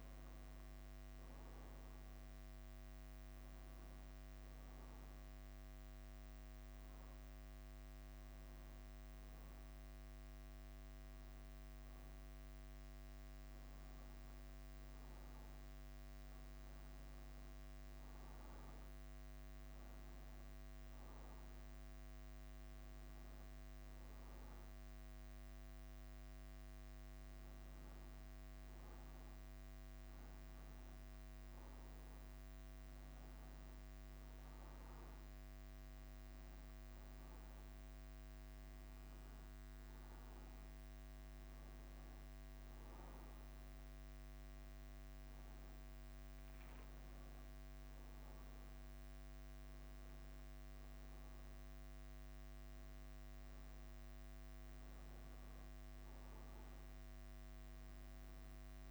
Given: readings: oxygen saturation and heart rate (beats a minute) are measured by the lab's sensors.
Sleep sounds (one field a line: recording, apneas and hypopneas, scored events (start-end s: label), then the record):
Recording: breathing in sleep, hard to hear, by a microphone on the trachea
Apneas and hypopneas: none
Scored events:
0.00-58.91 s: bradycardia (device-marked, heart rate 45 extreme)
From the record:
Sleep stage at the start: N2 (light sleep)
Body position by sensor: on the back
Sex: male